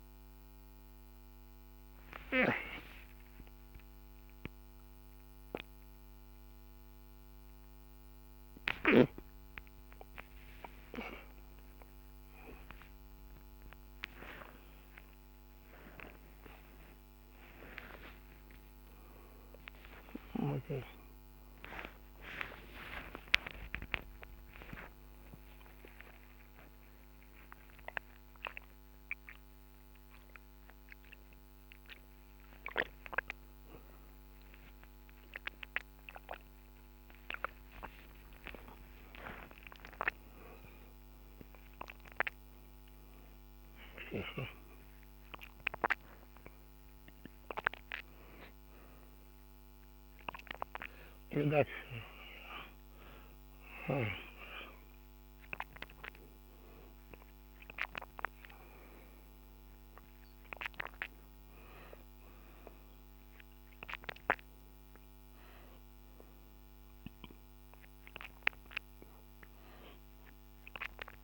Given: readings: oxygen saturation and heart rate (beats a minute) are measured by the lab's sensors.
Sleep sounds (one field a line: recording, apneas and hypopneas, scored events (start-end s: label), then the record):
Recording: a person awake in a sleep study, by a microphone on the trachea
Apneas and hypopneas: none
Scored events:
none scored
From the record:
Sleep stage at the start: awake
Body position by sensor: on the back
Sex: male